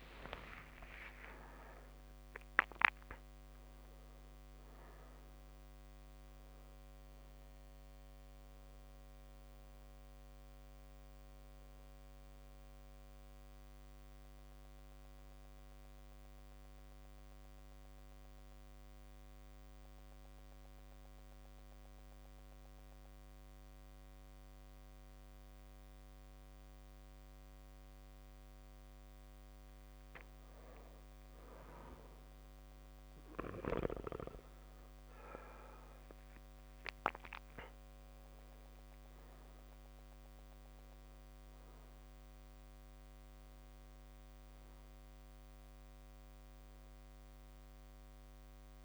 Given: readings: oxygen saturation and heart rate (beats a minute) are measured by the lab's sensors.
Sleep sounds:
breathing in sleep by a microphone on the trachea; 1
0.00-1.50 s: arousal
11.50-15.50 s: drop in pulse transit time (device-marked)
16.00-29.50 s: central apnea (oxygen 99% before, 96% lowest)
23.00-25.00 s: long interval between heartbeats (device-marked)
34.00-39.50 s: arousal
From the record:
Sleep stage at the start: N2 (light sleep); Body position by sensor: on the back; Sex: male

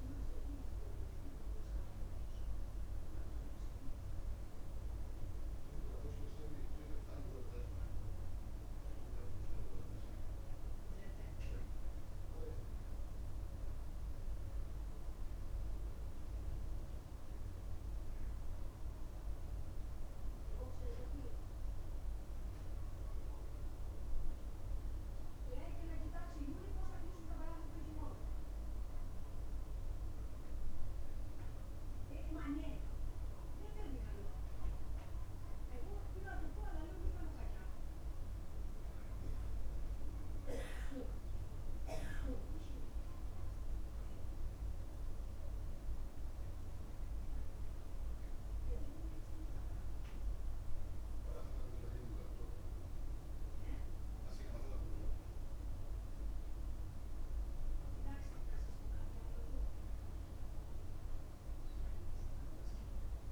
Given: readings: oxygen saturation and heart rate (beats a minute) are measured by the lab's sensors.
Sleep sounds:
breathing in sleep by a room microphone; none
none scored
From the record:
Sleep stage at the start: N2 (light sleep); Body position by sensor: on the back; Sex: male

